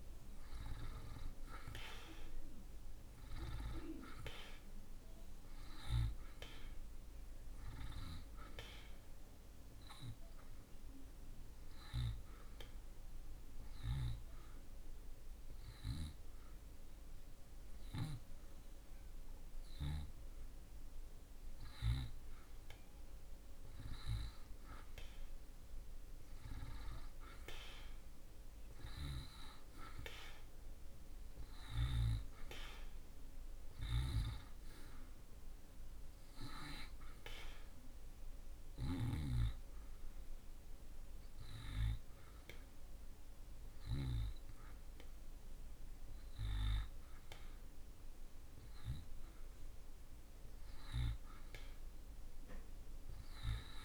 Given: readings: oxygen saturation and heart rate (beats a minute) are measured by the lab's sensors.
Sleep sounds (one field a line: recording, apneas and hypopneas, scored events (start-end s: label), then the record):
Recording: breathing in sleep by a room microphone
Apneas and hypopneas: 2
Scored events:
6.50-23.50 s: oxygen desaturation (device-marked, oxygen 91% before, 86% lowest)
12.00-22.00 s: hypopnea (oxygen 91% before, 86% lowest)
27.50-31.50 s: arousal
37.50-47.50 s: hypopnea (oxygen 92% before, 86% lowest)
37.50-53.50 s: oxygen desaturation (device-marked, oxygen 92% before, 86% lowest)
From the record:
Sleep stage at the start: N2 (light sleep)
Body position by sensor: on the back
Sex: male